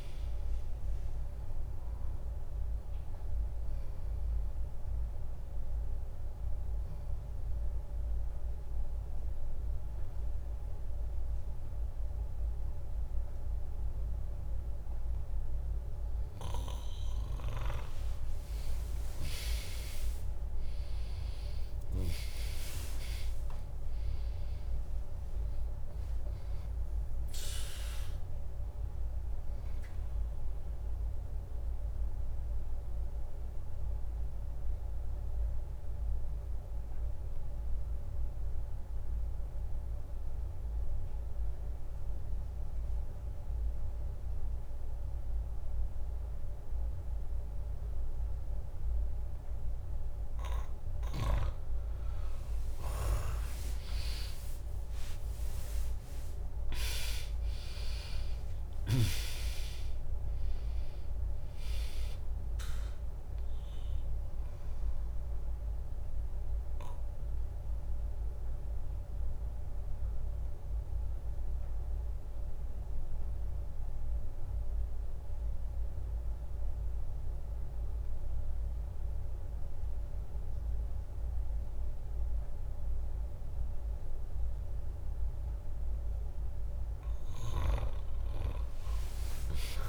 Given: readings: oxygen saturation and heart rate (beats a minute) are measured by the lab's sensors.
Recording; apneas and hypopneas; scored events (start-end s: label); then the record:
breathing in sleep by a room microphone; 3
0.00-5.00 s: drop in pulse transit time (device-marked, heart rate 63 extreme)
0.00-18.00 s: oxygen desaturation (device-marked, oxygen 94% lowest, heart rate 62 extreme)
3.50-16.00 s: obstructive apnea (oxygen 100% before, 94% lowest, heart rate 71 before, 62 extreme)
18.50-24.00 s: arousal
21.00-32.00 s: drop in pulse transit time (device-marked, heart rate 75 before, 63 extreme)
30.00-50.00 s: obstructive apnea (oxygen 100% before, 95% lowest, heart rate 72 before, 62 extreme, up 6 after)
54.00-60.00 s: arousal
54.00-68.00 s: drop in pulse transit time (device-marked, heart rate 64 before, 63 extreme)
59.00-79.00 s: oxygen desaturation (device-marked, oxygen 99% before, 95% lowest, heart rate 65 before, 61 extreme)
66.00-85.50 s: obstructive apnea (oxygen 100% before, 95% lowest, heart rate 71 before, 61 extreme, up 6 after)
88.50-89.89 s: arousal
From the record:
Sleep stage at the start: N2 (light sleep); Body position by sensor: on the back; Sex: female